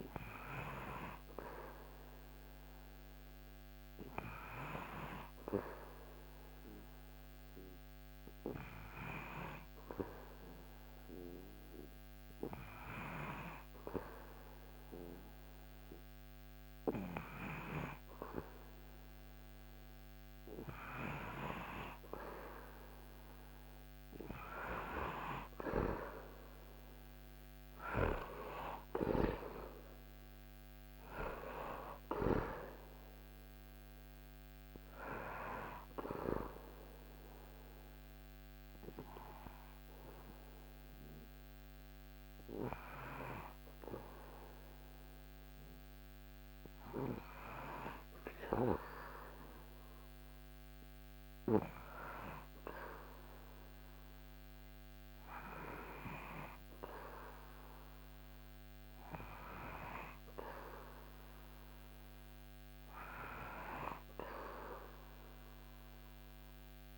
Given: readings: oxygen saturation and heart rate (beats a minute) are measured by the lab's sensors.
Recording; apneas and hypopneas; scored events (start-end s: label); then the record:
breathing in sleep by a microphone on the trachea; 1
5.50-19.50 s: hypopnea (oxygen 98% before, 94% lowest, heart rate 79 before, 78 extreme, up 0 after)
24.00-28.00 s: arousal
From the record:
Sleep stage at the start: N2 (light sleep); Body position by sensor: on the back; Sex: male